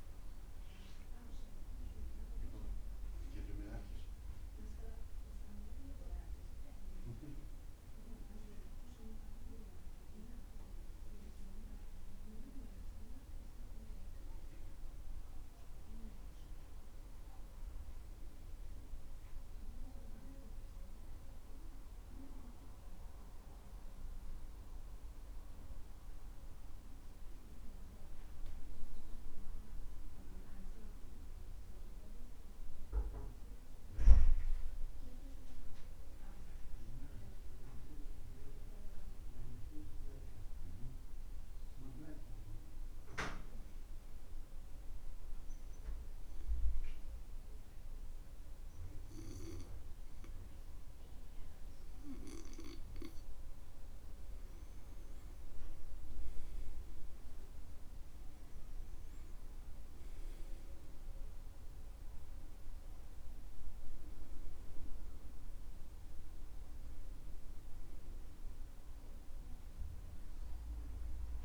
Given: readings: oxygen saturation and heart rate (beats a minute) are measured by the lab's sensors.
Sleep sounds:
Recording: breathing in sleep by a room microphone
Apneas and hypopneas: 1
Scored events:
0.00-22.00 s: oxygen desaturation (device-marked, oxygen 87% lowest, heart rate 64 extreme)
26.50-31.00 s: arousal
38.50-53.50 s: obstructive apnea (oxygen 97% before, 88% lowest, heart rate 65 before, 64 extreme, up 11 after)
47.00-71.45 s: oxygen desaturation (device-marked, oxygen 97% before, 88% lowest, heart rate 65 before, 63 extreme)
56.00-59.50 s: arousal
From the record:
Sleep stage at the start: N2 (light sleep)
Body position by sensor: on the back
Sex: male

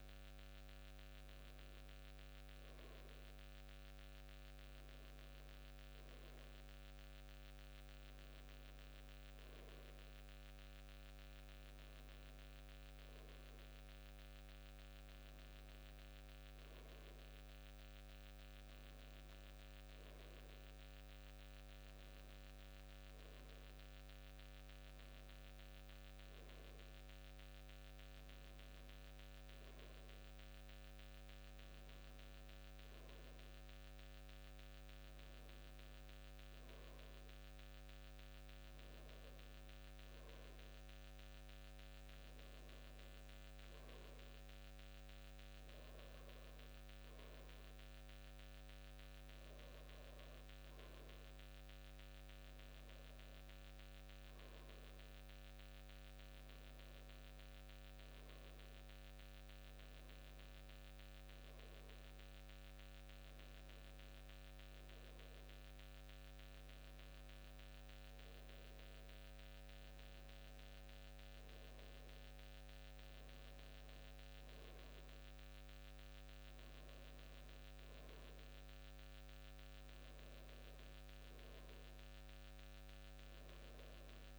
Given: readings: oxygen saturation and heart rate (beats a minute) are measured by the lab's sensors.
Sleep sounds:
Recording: breathing in sleep, hard to hear, by a microphone on the trachea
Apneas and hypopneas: none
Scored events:
none scored
From the record:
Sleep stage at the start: N2 (light sleep)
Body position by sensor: on the back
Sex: male

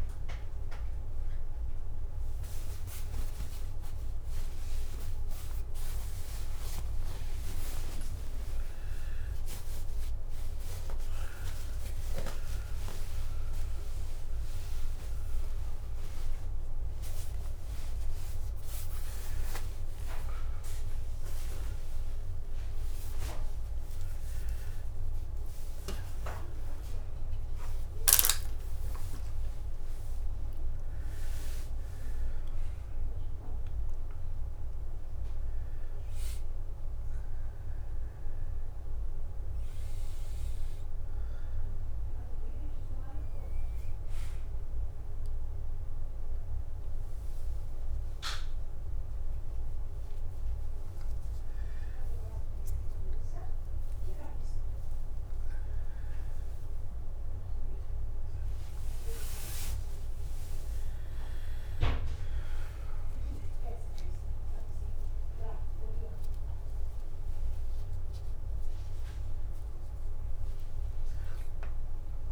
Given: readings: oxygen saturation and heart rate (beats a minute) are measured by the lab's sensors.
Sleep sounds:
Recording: a person awake in a sleep study, by a room microphone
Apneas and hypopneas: none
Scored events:
15.50-26.50 s: oxygen desaturation (device-marked, oxygen 97% before, 94% lowest, heart rate 181 before, 155 extreme)
62.50-67.00 s: snoring (device-marked)
From the record:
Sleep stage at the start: awake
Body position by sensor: on the back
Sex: male

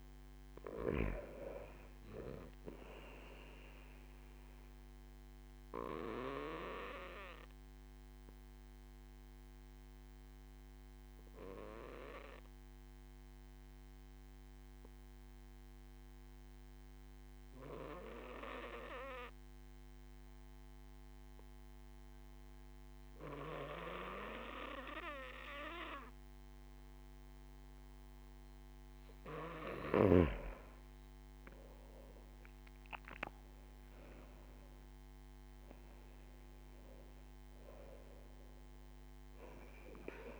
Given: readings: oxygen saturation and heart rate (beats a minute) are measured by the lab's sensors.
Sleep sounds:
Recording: breathing in sleep by a microphone on the trachea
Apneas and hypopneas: 1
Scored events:
6.00-29.00 s: obstructive apnea (oxygen 97% before, 92% lowest)
31.00-35.50 s: arousal
31.00-40.40 s: oxygen desaturation (device-marked, oxygen 97% before, 92% lowest)
From the record:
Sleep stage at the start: N2 (light sleep)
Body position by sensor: on the back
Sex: male

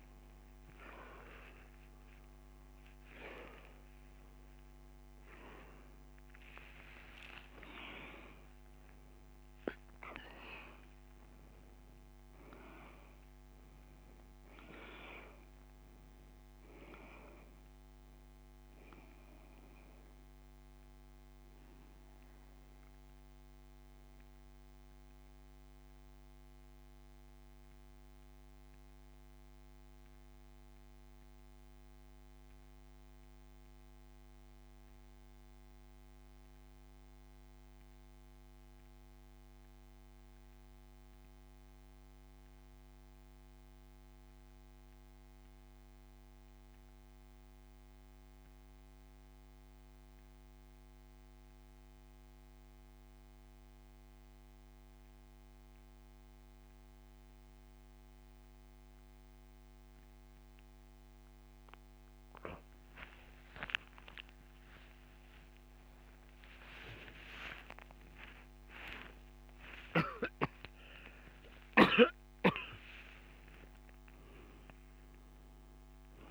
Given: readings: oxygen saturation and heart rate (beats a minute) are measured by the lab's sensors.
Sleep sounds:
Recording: breathing in sleep by a microphone on the trachea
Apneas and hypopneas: 1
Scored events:
0.00-4.00 s: arousal
24.00-61.00 s: central apnea (oxygen 97% before, 87% lowest, heart rate 51 before, 48 extreme, up 42 after)
38.00-62.00 s: oxygen desaturation (device-marked, oxygen 95% before, 87% lowest, heart rate 44 before, 48 extreme)
64.00-70.00 s: arousal
From the record:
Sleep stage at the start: N2 (light sleep)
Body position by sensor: on the back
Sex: male

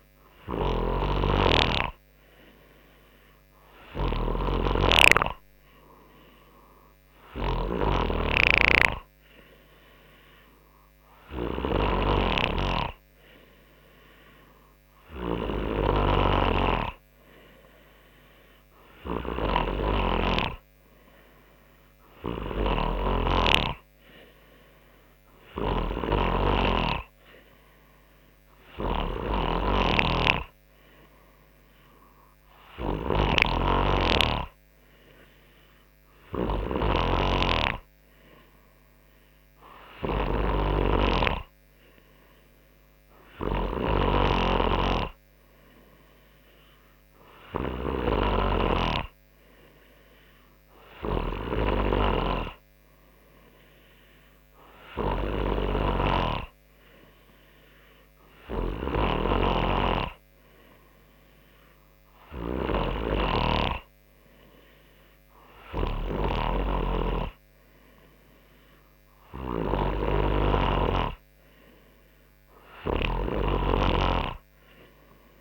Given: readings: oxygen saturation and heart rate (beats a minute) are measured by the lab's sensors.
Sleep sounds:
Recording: breathing in sleep by a microphone on the trachea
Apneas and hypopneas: none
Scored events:
0.00-52.50 s: snoring (device-marked)
59.50-71.50 s: snoring (device-marked)
73.50-75.41 s: snoring (device-marked)
From the record:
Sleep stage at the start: N3 (deep sleep)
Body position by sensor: on the front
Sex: male

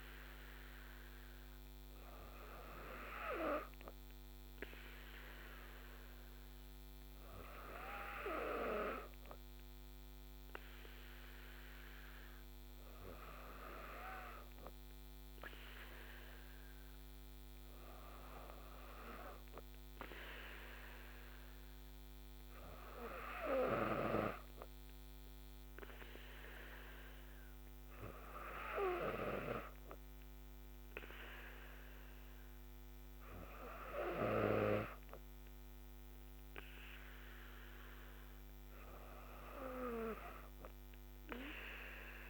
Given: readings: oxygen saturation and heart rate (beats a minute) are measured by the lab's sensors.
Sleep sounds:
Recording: breathing in sleep by a microphone on the trachea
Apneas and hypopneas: none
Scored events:
none scored
From the record:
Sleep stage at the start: N2 (light sleep)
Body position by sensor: on the back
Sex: female

